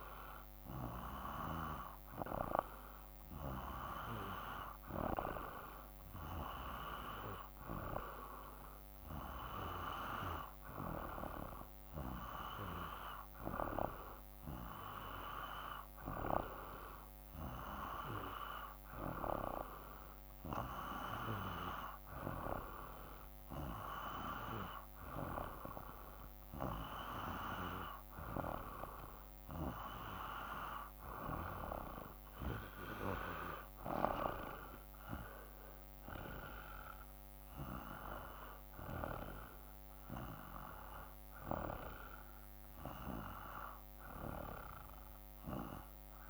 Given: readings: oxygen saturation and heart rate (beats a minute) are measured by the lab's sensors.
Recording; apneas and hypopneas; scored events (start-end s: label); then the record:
breathing in sleep by a microphone on the trachea; none
36.00-40.00 s: arousal
From the record:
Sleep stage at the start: N2 (light sleep); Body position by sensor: on the back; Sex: male